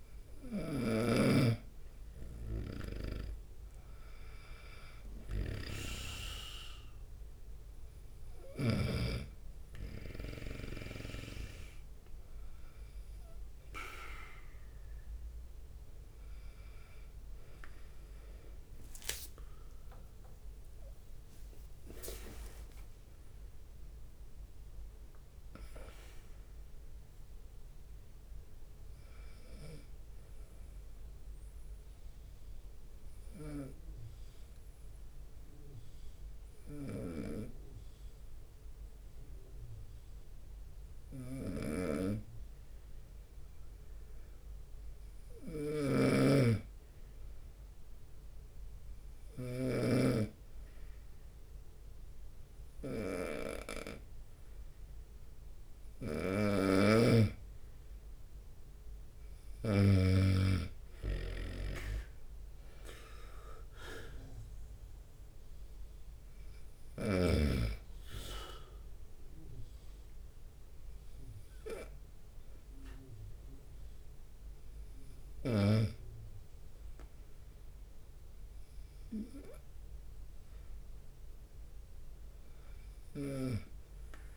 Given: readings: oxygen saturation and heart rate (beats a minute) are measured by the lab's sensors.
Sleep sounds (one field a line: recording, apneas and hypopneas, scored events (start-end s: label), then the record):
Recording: breathing in sleep by a room microphone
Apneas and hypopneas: 1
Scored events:
0.00-3.00 s: drop in pulse transit time (device-marked)
0.00-20.00 s: bradycardia (device-marked)
0.00-24.00 s: oxygen desaturation (device-marked, oxygen 93% lowest)
1.50-9.50 s: snoring (device-marked)
2.50-8.00 s: leg movement (device-marked)
3.50-5.50 s: long interval between heartbeats (device-marked)
9.50-11.50 s: long interval between heartbeats (device-marked, heart rate 30 before, 49 extreme)
14.00-16.00 s: long interval between heartbeats (device-marked, heart rate 34 before, 46 extreme)
14.00-31.00 s: drop in pulse transit time (device-marked)
16.50-24.00 s: leg movement (device-marked)
20.00-24.50 s: arousal
22.00-26.00 s: tachycardia (device-marked, heart rate 60 before, 134 extreme)
23.00-25.00 s: long interval between heartbeats (device-marked, heart rate 42 before, 65 extreme)
28.00-34.00 s: bradycardia (device-marked, heart rate 60 before, 40 extreme)
32.50-45.50 s: obstructive apnea (oxygen 96% before, 91% lowest, heart rate 64 before, 63 extreme, up 11 after)
37.00-60.50 s: snoring (device-marked)
47.50-51.50 s: arousal
53.00-84.00 s: oxygen desaturation (device-marked, oxygen 96% before, 91% lowest, heart rate 66 before, 73 extreme)
60.00-71.00 s: drop in pulse transit time (device-marked, heart rate 72 before, 74 extreme)
63.00-65.50 s: leg movement (device-marked)
68.50-71.50 s: leg movement (device-marked)
70.00-72.00 s: long interval between heartbeats (device-marked, heart rate 74 before, 85 extreme)
72.00-78.00 s: tachycardia (device-marked, heart rate 60 before, 114 extreme)
75.50-77.50 s: long interval between heartbeats (device-marked, heart rate 78 before, 104 extreme)
79.50-83.50 s: arousal
From the record:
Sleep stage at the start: N2 (light sleep)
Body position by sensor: on the right side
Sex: male